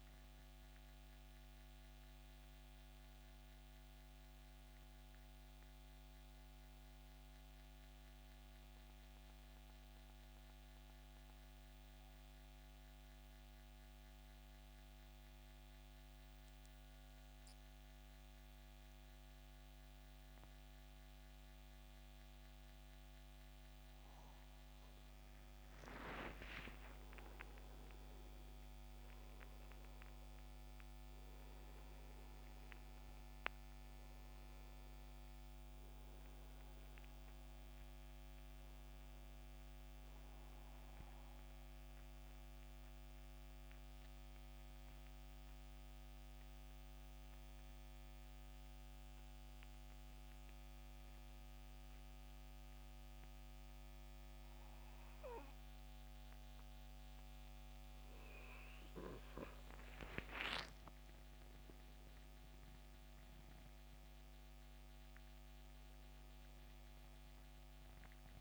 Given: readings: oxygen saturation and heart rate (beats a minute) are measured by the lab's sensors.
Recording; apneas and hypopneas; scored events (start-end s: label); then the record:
breathing in sleep by a microphone on the trachea; 2
0.00-13.00 s: oxygen desaturation (device-marked, oxygen 85% lowest, heart rate 62 extreme)
7.00-23.00 s: central apnea (oxygen 92% before, 85% lowest, heart rate 78 before, 62 extreme, up 14 after)
25.50-31.00 s: arousal
30.00-55.00 s: oxygen desaturation (device-marked, oxygen 95% before, 86% lowest, heart rate 66 before, 65 extreme)
41.00-57.00 s: central apnea (oxygen 96% before, 86% lowest, heart rate 73 before, 65 extreme, up 13 after)
60.00-65.00 s: arousal
From the record:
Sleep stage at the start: N2 (light sleep); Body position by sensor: on the back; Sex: male